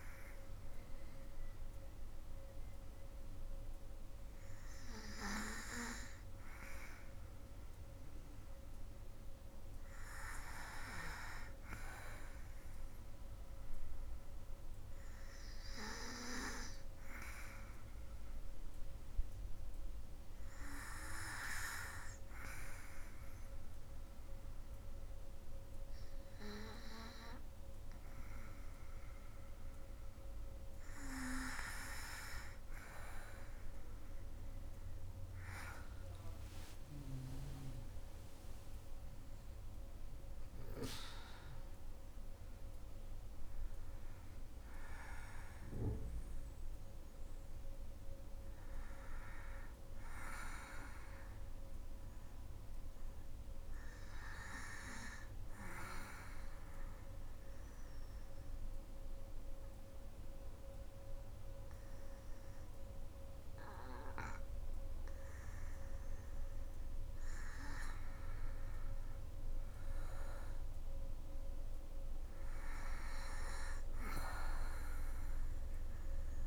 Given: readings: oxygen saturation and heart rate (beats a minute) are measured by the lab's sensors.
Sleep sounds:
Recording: breathing in sleep by a room microphone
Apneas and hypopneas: 2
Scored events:
0.00-9.00 s: oxygen desaturation (device-marked, oxygen 85% lowest, heart rate 54 extreme)
12.50-31.00 s: hypopnea (oxygen 97% before, 88% lowest, heart rate 67 before, 62 extreme, up 7 after)
30.00-55.00 s: oxygen desaturation (device-marked, oxygen 96% before, 88% lowest, heart rate 68 before, 62 extreme)
33.50-37.50 s: arousal
54.00-66.50 s: obstructive apnea (oxygen 96% before, 87% lowest, heart rate 70 before, 63 extreme, up 5 after)
69.00-72.50 s: arousal
70.00-76.47 s: oxygen desaturation (device-marked, oxygen 98% before, 90% lowest, heart rate 65 before, 62 extreme)
From the record:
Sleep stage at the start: N2 (light sleep)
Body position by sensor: on the back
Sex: female

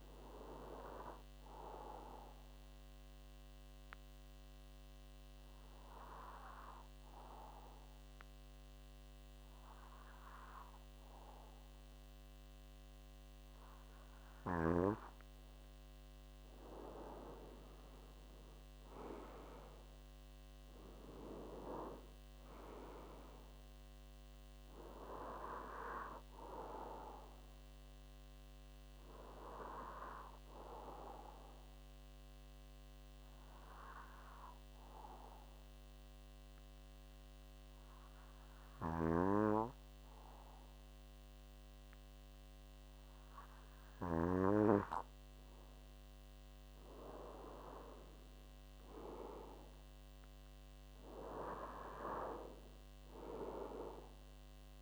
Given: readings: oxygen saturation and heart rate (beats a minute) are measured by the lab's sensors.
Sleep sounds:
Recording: breathing in sleep by a microphone on the trachea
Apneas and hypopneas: 2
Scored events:
2.00-14.50 s: obstructive apnea (oxygen 95% before, 89% lowest)
16.50-20.00 s: arousal
21.50-42.50 s: oxygen desaturation (device-marked, oxygen 95% before, 89% lowest)
33.00-44.50 s: obstructive apnea (oxygen 95% before, 89% lowest)
47.00-50.50 s: arousal
From the record:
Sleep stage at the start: N2 (light sleep)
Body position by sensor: on the back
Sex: male

